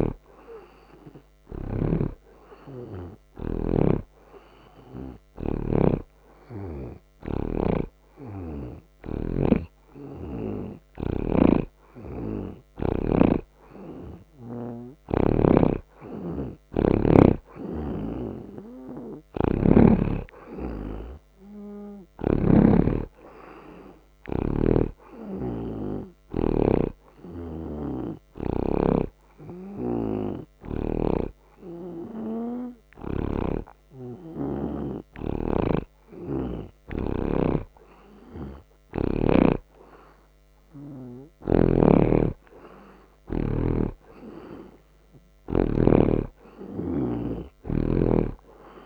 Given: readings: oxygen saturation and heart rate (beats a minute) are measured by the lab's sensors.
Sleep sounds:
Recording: breathing in sleep by a microphone on the trachea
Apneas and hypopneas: 2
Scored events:
0.00-13.00 s: oxygen desaturation (device-marked, oxygen 82% lowest)
0.00-13.50 s: snoring (device-marked)
3.00-14.00 s: hypopnea (oxygen 87% before, 82% lowest)
15.50-22.50 s: snoring (device-marked)
16.00-19.50 s: arousal
24.50-33.50 s: snoring (device-marked)
25.00-33.00 s: oxygen desaturation (device-marked, oxygen 86% before, 82% lowest)
28.00-38.00 s: hypopnea (oxygen 86% before, 82% lowest)
35.50-39.50 s: snoring (device-marked)
41.50-46.00 s: arousal
41.50-46.00 s: snoring (device-marked)
From the record:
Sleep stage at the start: N2 (light sleep)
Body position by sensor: on the right side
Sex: male

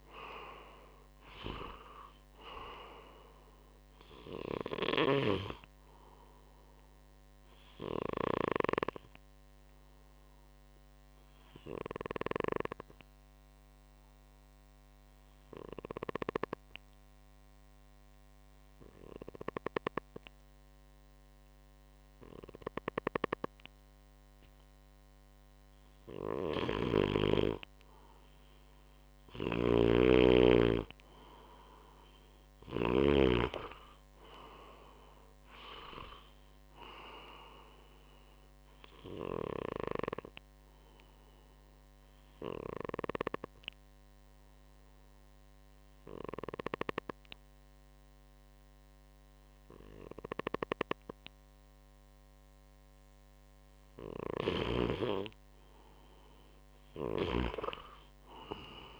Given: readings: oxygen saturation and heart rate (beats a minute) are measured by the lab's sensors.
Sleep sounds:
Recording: breathing in sleep by a microphone on the trachea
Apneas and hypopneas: 2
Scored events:
0.00-19.50 s: oxygen desaturation (device-marked, oxygen 93% lowest, heart rate 58 extreme)
7.50-25.50 s: obstructive apnea (oxygen 98% before, 93% lowest, heart rate 65 before, 58 extreme, up 4 after)
26.00-32.50 s: snoring (device-marked)
28.50-33.00 s: arousal
39.50-53.50 s: obstructive apnea (oxygen 98% before, 93% lowest, heart rate 63 before, 57 extreme, up 8 after)
56.00-59.00 s: arousal
56.50-59.00 s: snoring (device-marked)
From the record:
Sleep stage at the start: N2 (light sleep)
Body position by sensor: on the right side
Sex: male

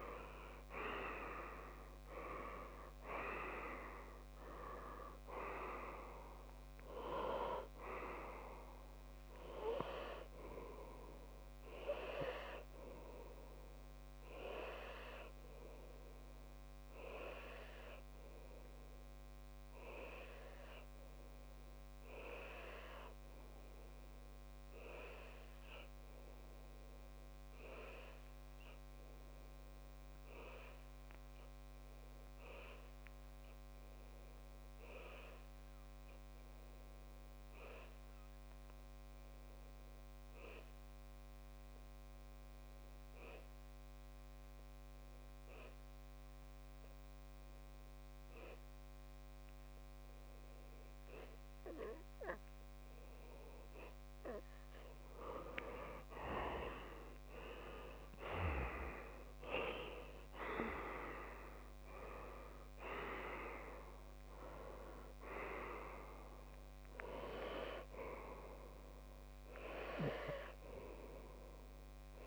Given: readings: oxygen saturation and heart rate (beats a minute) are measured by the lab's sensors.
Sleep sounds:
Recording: breathing in sleep by a microphone on the trachea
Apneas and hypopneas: 1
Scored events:
0.00-1.00 s: long interval between heartbeats (device-marked)
0.00-2.00 s: arousal
0.00-8.00 s: oxygen desaturation (device-marked, oxygen 94% lowest)
14.50-54.50 s: obstructive apnea (oxygen 98% before, 92% lowest)
47.00-71.00 s: oxygen desaturation (device-marked, oxygen 99% before, 92% lowest)
56.50-59.50 s: arousal
62.00-64.00 s: long interval between heartbeats (device-marked)
From the record:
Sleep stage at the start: N2 (light sleep)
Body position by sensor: on the left side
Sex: male

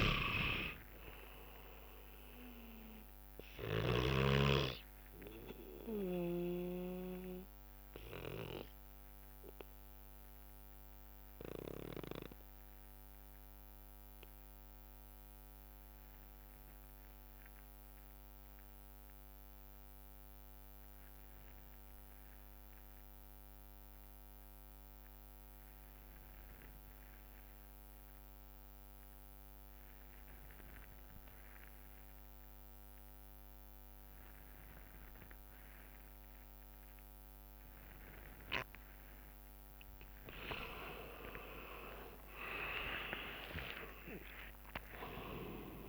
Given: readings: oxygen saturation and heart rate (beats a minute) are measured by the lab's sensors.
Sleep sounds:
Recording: breathing in sleep by a microphone on the trachea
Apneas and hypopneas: 1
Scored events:
0.00-4.00 s: snoring (device-marked)
0.00-11.00 s: oxygen desaturation (device-marked, oxygen 91% lowest, heart rate 56 extreme)
3.00-28.00 s: bradycardia (device-marked, heart rate 67 before, 56 extreme)
4.50-39.50 s: obstructive apnea (oxygen 99% before, 86% lowest, heart rate 63 before, 53 extreme, up 40 after)
30.00-45.89 s: oxygen desaturation (device-marked, oxygen 98% before, 86% lowest, heart rate 57 before, 53 extreme)
42.00-45.89 s: arousal
42.00-45.89 s: drop in pulse transit time (device-marked, heart rate 60 before, 65 extreme)
44.50-45.89 s: long interval between heartbeats (device-marked, heart rate 61 before, 98 extreme)
From the record:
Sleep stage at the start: N2 (light sleep)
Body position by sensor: on the back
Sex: male

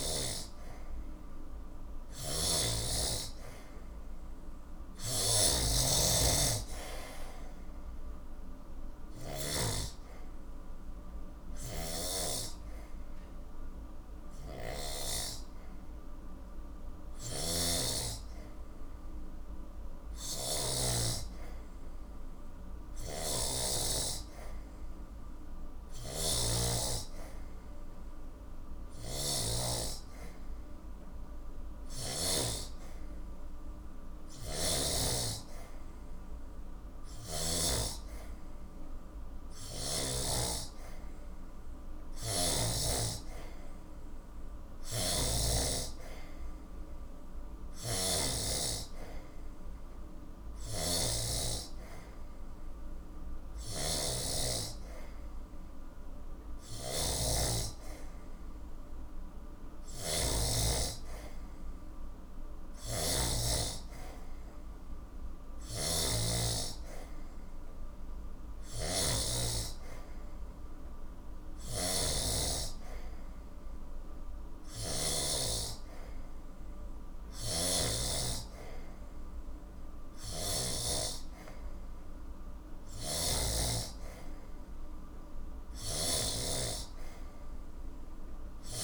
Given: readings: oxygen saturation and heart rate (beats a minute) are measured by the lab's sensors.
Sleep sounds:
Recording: breathing in sleep by a room microphone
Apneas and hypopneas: none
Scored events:
0.00-9.50 s: snoring (device-marked)
10.50-22.50 s: oxygen desaturation (device-marked, oxygen 91% before, 88% lowest, heart rate 98 before, 77 extreme)
11.50-15.00 s: snoring (device-marked)
17.00-23.50 s: snoring (device-marked)
25.50-32.00 s: snoring (device-marked)
34.00-37.50 s: snoring (device-marked)
44.50-75.00 s: snoring (device-marked)
77.00-80.50 s: snoring (device-marked)
82.50-88.84 s: snoring (device-marked)
From the record:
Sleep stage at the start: N3 (deep sleep)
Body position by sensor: on the back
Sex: male

